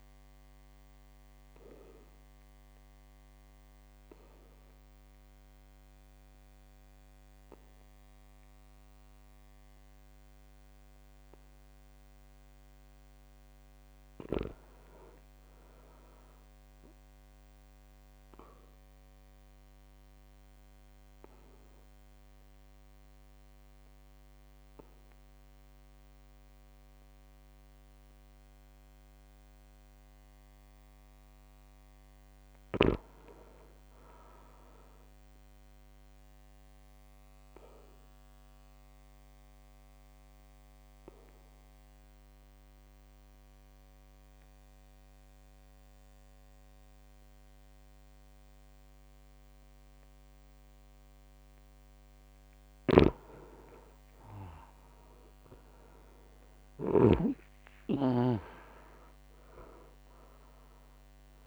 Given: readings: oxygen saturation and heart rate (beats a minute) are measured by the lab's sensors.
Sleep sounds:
breathing in sleep by a microphone on the trachea; 3
1.00-12.50 s: obstructive apnea (oxygen 100% before, 94% lowest, heart rate 59 before, 57 extreme, up 3 after)
3.50-22.50 s: oxygen desaturation (device-marked, oxygen 99% before, 94% lowest, heart rate 60 before, 57 extreme)
14.50-17.00 s: arousal
18.50-30.50 s: obstructive apnea (oxygen 99% before, 95% lowest, heart rate 59 before, 57 extreme, up 4 after)
32.00-34.50 s: arousal
37.00-51.50 s: obstructive apnea (oxygen 100% before, 95% lowest, heart rate 59 before, 55 extreme, up 7 after)
52.50-57.00 s: snoring (device-marked)
53.50-57.00 s: arousal
55.50-60.50 s: drop in pulse transit time (device-marked, heart rate 59 before, 61 extreme)
From the record:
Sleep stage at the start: REM sleep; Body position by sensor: on the back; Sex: male

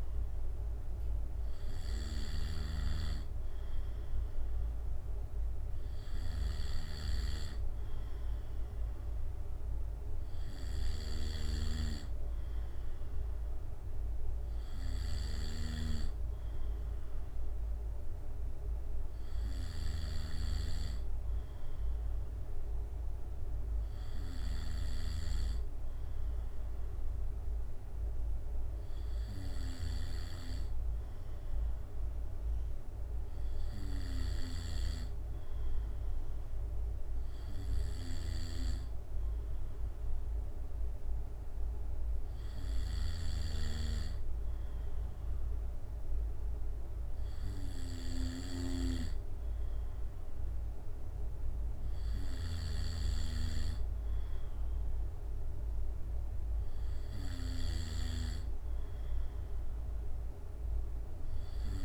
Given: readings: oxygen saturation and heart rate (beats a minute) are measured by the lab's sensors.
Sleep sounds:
breathing in sleep by a room microphone; none
none scored
From the record:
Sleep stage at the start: N2 (light sleep); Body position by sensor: on the back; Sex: male

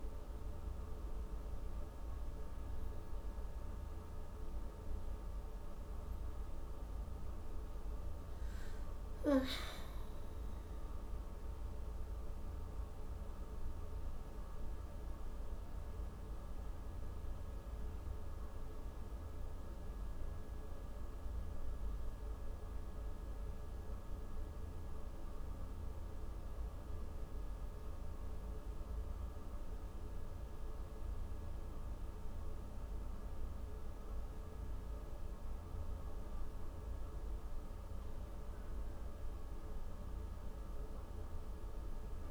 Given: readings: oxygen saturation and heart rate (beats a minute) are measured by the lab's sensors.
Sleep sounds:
breathing in sleep, hard to hear, by a room microphone; none
8.00-12.00 s: arousal
From the record:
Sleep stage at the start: N1 (lightest sleep); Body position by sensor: on the back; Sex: female

